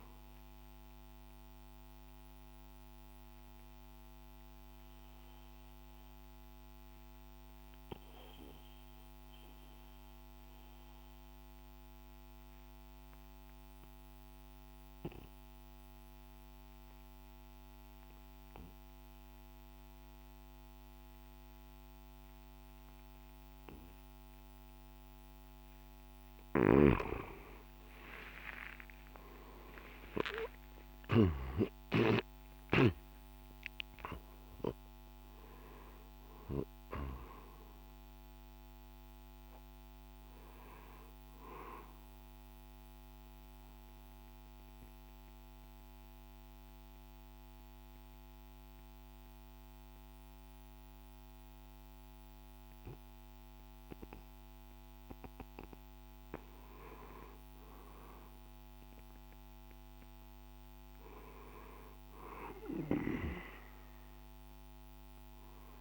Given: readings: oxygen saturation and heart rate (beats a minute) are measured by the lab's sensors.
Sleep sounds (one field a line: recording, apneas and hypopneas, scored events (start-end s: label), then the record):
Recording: breathing in sleep by a microphone on the trachea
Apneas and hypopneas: 2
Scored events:
0.00-4.00 s: drop in pulse transit time (device-marked, heart rate 55 extreme)
0.00-16.00 s: oxygen desaturation (device-marked, oxygen 87% lowest, heart rate 52 extreme)
0.50-24.50 s: obstructive apnea (oxygen 98% before, 85% lowest, heart rate 64 before, 52 extreme, up 6 after)
26.00-31.00 s: snoring (device-marked)
27.00-57.00 s: oxygen desaturation (device-marked, oxygen 98% before, 85% lowest, heart rate 54 before, 52 extreme)
27.50-33.00 s: arousal
33.00-43.00 s: drop in pulse transit time (device-marked, heart rate 56 before, 58 extreme)
41.50-53.50 s: obstructive apnea (oxygen 98% before, 85% lowest, heart rate 59 before, 52 extreme, up 7 after)
57.00-63.00 s: arousal
From the record:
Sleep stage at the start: N2 (light sleep)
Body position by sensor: on the right side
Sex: male